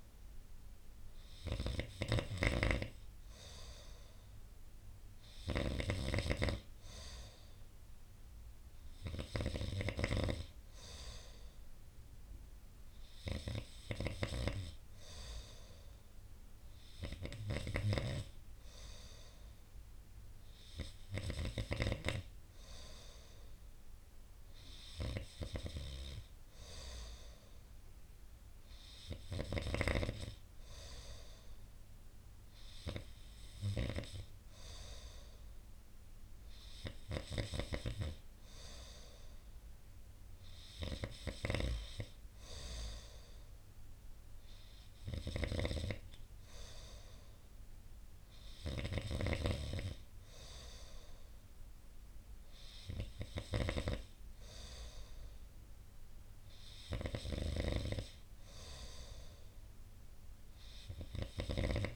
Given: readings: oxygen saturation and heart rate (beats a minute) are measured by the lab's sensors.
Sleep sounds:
breathing in sleep by a room microphone; none
none scored
From the record:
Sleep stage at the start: N2 (light sleep); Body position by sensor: on the right side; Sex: male

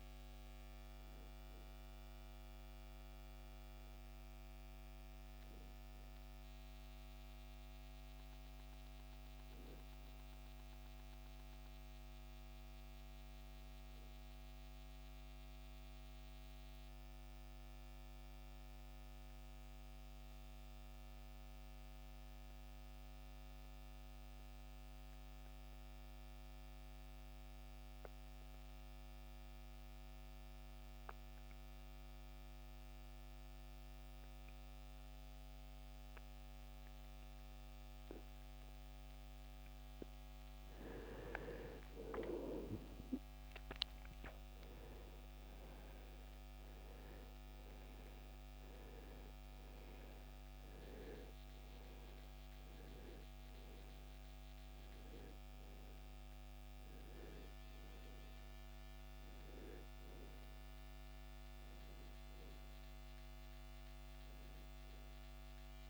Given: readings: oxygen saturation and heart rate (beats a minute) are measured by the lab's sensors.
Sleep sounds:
breathing in sleep, hard to hear, by a microphone on the trachea; 1
0.00-27.00 s: oxygen desaturation (device-marked, oxygen 80% lowest, heart rate 56 extreme)
14.50-40.00 s: mixed apnea (oxygen 95% before, 80% lowest, heart rate 78 before, 56 extreme, up 9 after)
41.00-45.50 s: arousal
46.00-65.90 s: oxygen desaturation (device-marked, oxygen 97% before, 82% lowest, heart rate 61 before, 59 extreme)
From the record:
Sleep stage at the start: REM sleep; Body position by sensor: on the right side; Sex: male

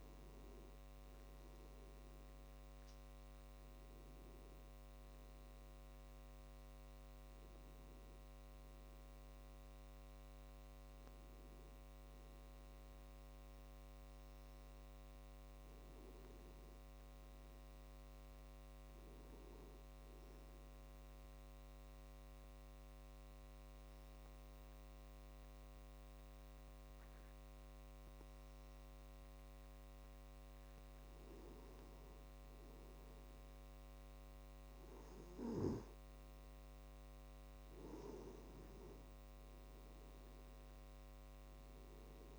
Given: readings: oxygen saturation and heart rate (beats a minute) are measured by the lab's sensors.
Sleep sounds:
breathing in sleep, hard to hear, by a microphone on the trachea; 1
20.50-31.00 s: obstructive apnea (oxygen 96% before, 92% lowest, heart rate 57 before, 45 extreme, up 8 after)
33.50-37.00 s: arousal
From the record:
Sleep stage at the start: N2 (light sleep); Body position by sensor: on the back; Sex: male

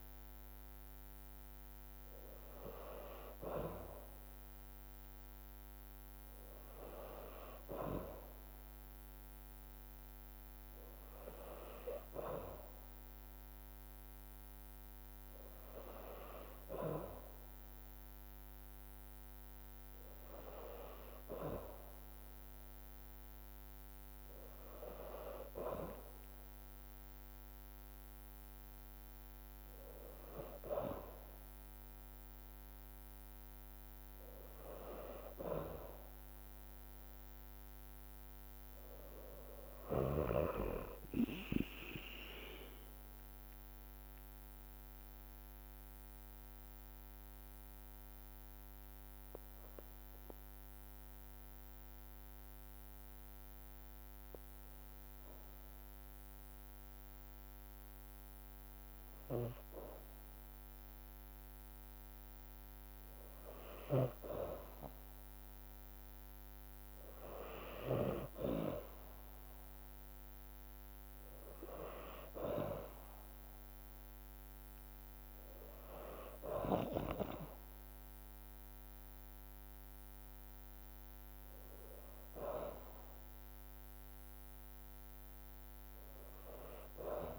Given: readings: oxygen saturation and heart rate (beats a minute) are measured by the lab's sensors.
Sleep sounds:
breathing in sleep by a microphone on the trachea; 1
0.00-6.00 s: drop in pulse transit time (device-marked, heart rate 52 extreme)
25.00-34.00 s: drop in pulse transit time (device-marked, heart rate 52 before, 53 extreme)
36.50-40.00 s: arousal
42.50-60.50 s: mixed apnea (oxygen 96% before, 93% lowest, heart rate 53 before, 51 extreme, up 2 after)
44.00-57.00 s: drop in pulse transit time (device-marked, heart rate 53 before, 51 extreme)
63.50-68.00 s: snoring (device-marked)
64.50-69.00 s: arousal
74.00-87.39 s: oxygen desaturation (device-marked, oxygen 99% before, 93% lowest, heart rate 52 before, 51 extreme)
From the record:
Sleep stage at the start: N2 (light sleep); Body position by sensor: on the back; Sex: female

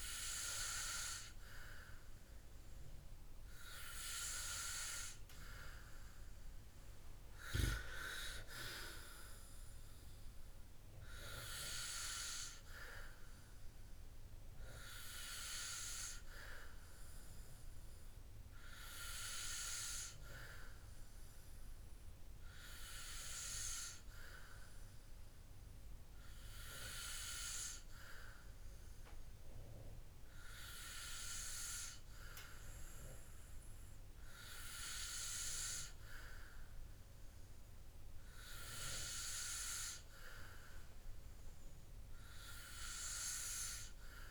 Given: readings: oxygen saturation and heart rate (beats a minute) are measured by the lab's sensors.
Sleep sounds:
breathing in sleep by a room microphone; none
none scored
From the record:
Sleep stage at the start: N2 (light sleep); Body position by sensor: on the back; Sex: male

